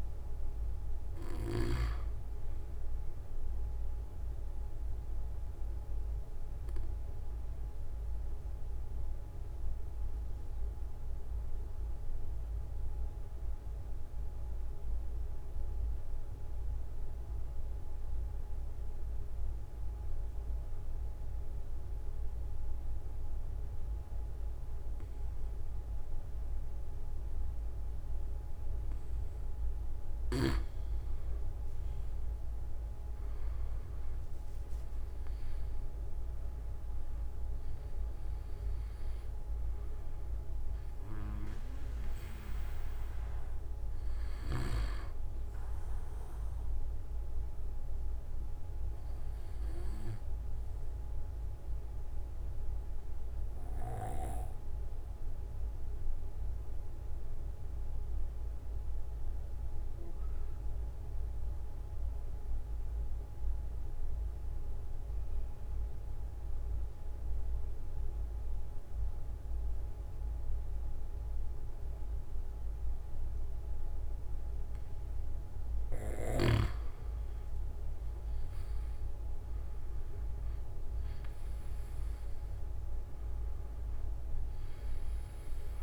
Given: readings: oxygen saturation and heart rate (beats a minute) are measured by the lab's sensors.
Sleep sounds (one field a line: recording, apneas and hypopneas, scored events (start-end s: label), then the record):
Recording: breathing in sleep, hard to hear, by a room microphone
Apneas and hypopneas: 2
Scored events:
0.00-14.50 s: oxygen desaturation (device-marked, oxygen 91% lowest)
3.50-28.50 s: obstructive apnea (oxygen 97% before, 91% lowest)
10.50-12.50 s: long interval between heartbeats (device-marked)
13.00-15.00 s: long interval between heartbeats (device-marked)
25.00-27.00 s: long interval between heartbeats (device-marked)
30.50-35.50 s: arousal
32.50-34.50 s: long interval between heartbeats (device-marked)
34.50-63.50 s: oxygen desaturation (device-marked, oxygen 97% before, 91% lowest)
48.00-75.50 s: obstructive apnea (oxygen 97% before, 91% lowest)
57.50-59.50 s: long interval between heartbeats (device-marked)
63.00-65.00 s: long interval between heartbeats (device-marked)
68.00-70.00 s: long interval between heartbeats (device-marked)
74.50-76.50 s: long interval between heartbeats (device-marked)
78.00-84.50 s: arousal
80.50-85.83 s: oxygen desaturation (device-marked, oxygen 97% before, 91% lowest)
82.00-84.00 s: long interval between heartbeats (device-marked)
From the record:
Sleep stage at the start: N2 (light sleep)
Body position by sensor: on the back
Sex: male